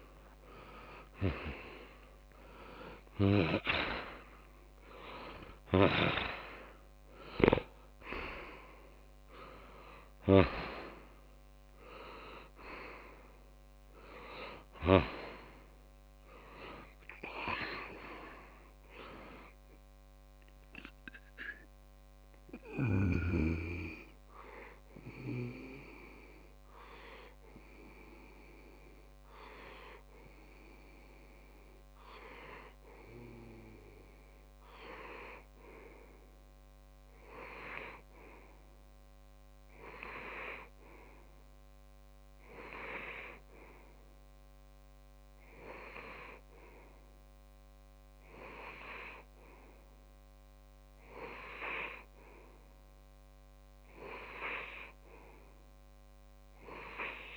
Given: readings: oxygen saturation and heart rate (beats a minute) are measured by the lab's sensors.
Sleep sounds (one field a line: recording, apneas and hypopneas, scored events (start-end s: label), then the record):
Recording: breathing in sleep by a microphone on the trachea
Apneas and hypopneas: none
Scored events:
1.50-6.00 s: arousal
From the record:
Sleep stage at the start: N2 (light sleep)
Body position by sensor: on the left side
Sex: male